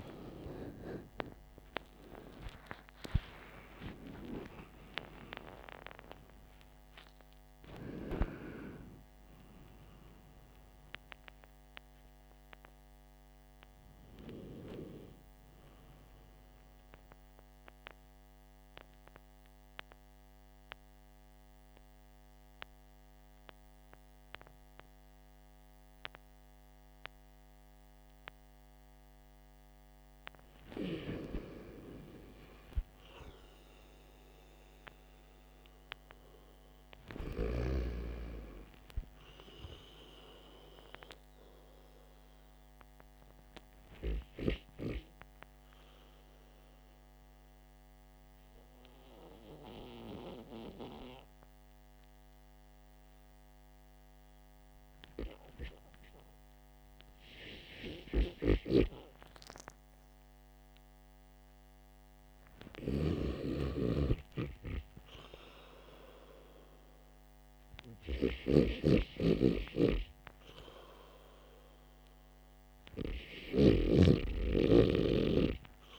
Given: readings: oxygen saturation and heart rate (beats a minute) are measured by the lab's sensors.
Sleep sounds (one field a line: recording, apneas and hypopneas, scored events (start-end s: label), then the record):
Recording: breathing in sleep by a microphone on the trachea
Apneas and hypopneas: 2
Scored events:
0.00-4.00 s: arousal
0.00-33.50 s: oxygen desaturation (device-marked, oxygen 81% lowest, heart rate 48 extreme)
19.50-29.50 s: central apnea (oxygen 93% before, 81% lowest, heart rate 70 before, 48 extreme)
34.50-38.50 s: arousal
45.00-61.50 s: obstructive apnea (oxygen 99% before, 93% lowest, heart rate 63 before, 48 extreme, up 12 after)
65.00-69.50 s: arousal
74.50-75.99 s: oxygen desaturation (device-marked, oxygen 96% before, 93% lowest, heart rate 56 before, 50 extreme)
From the record:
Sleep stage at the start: REM sleep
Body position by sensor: on the back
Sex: male